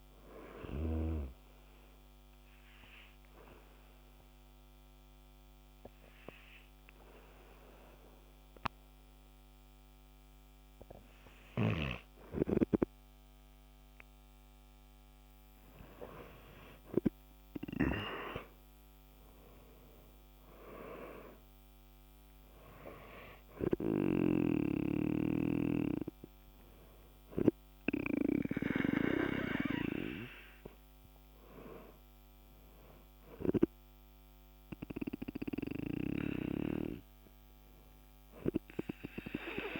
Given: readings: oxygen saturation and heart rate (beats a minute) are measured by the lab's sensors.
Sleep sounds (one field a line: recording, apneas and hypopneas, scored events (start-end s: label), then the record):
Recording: breathing in sleep by a microphone on the trachea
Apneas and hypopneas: 1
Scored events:
0.50-13.00 s: obstructive apnea (oxygen 97% before, 93% lowest, heart rate 58 before, 49 extreme)
17.50-21.00 s: arousal
From the record:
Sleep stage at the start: N2 (light sleep)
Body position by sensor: on the back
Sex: male